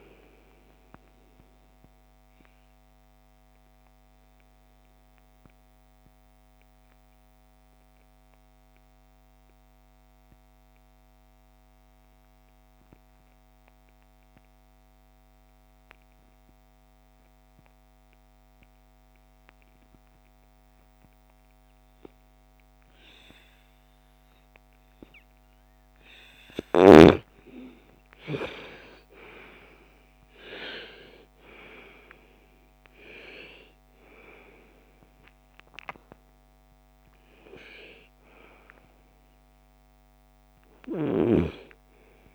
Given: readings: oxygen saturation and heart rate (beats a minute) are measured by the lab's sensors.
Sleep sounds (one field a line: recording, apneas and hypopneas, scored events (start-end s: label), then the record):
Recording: breathing in sleep by a microphone on the trachea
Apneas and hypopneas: 1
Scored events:
0.00-16.50 s: oxygen desaturation (device-marked, oxygen 85% lowest, heart rate 38 extreme)
2.00-25.00 s: obstructive apnea (oxygen 98% before, 85% lowest, heart rate 60 before, 38 extreme, up 33 after)
27.00-31.00 s: arousal
30.50-42.34 s: oxygen desaturation (device-marked, oxygen 98% before, 87% lowest, heart rate 44 before, 55 extreme)
From the record:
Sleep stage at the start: N2 (light sleep)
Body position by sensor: on the front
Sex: female